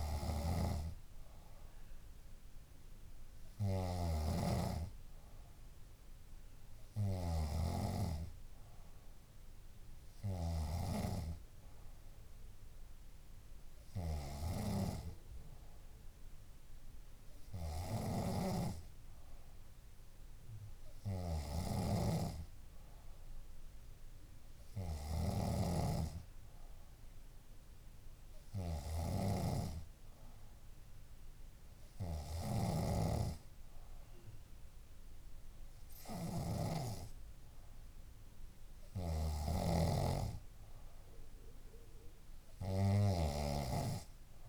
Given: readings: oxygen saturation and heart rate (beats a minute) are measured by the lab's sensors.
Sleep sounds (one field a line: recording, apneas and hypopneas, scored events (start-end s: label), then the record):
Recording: breathing in sleep by a room microphone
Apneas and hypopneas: none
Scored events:
0.00-4.50 s: snoring (device-marked)
6.50-15.50 s: oxygen desaturation (device-marked, oxygen 97% before, 94% lowest, heart rate 66 before, 62 extreme)
18.00-37.00 s: snoring (device-marked)
39.00-44.49 s: snoring (device-marked)
From the record:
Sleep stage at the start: N2 (light sleep)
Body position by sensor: on the back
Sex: female